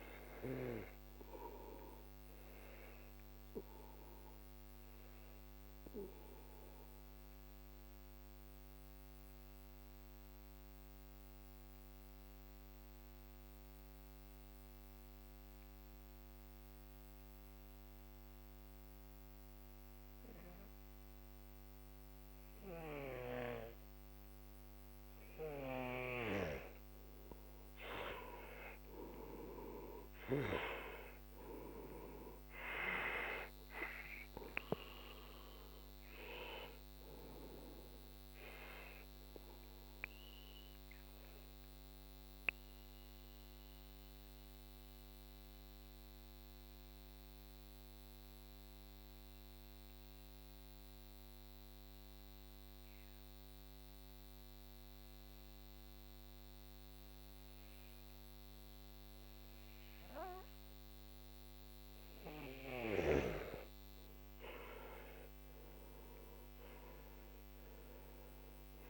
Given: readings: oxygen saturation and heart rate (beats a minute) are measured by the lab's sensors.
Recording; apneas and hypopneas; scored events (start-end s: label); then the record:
breathing in sleep by a microphone on the trachea; 2
0.00-16.00 s: oxygen desaturation (device-marked, oxygen 91% lowest, heart rate 41 extreme)
3.50-27.00 s: mixed apnea (oxygen 97% before, 89% lowest, heart rate 54 before, 40 extreme, up 10 after)
29.00-46.00 s: oxygen desaturation (device-marked, oxygen 97% before, 90% lowest, heart rate 48 before, 40 extreme)
29.50-33.50 s: arousal
40.00-64.00 s: mixed apnea (oxygen 97% before, 89% lowest, heart rate 56 before, 41 extreme, up 13 after)
66.00-68.90 s: arousal
From the record:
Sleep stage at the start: N2 (light sleep); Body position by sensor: on the back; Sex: male